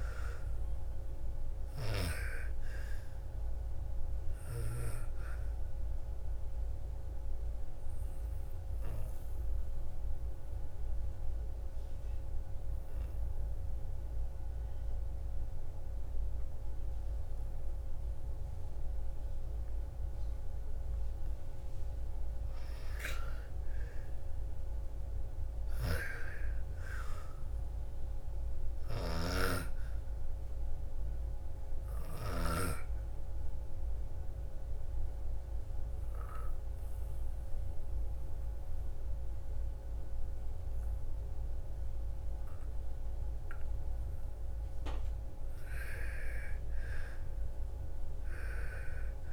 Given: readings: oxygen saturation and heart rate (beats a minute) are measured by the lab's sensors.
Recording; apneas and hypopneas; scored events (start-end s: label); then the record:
breathing in sleep by a room microphone; 2
0.00-17.00 s: oxygen desaturation (device-marked, oxygen 85% lowest, heart rate 55 extreme)
5.50-20.50 s: obstructive apnea (oxygen 98% before, 85% lowest, heart rate 60 before, 55 extreme, up 8 after)
21.50-26.00 s: arousal
28.50-32.50 s: snoring (device-marked)
29.00-41.00 s: oxygen desaturation (device-marked, oxygen 98% before, 89% lowest, heart rate 58 before, 55 extreme)
32.50-44.00 s: obstructive apnea (oxygen 98% before, 89% lowest, heart rate 59 before, 55 extreme, up 6 after)
45.50-49.00 s: arousal
From the record:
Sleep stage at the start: N2 (light sleep); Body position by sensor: on the back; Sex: female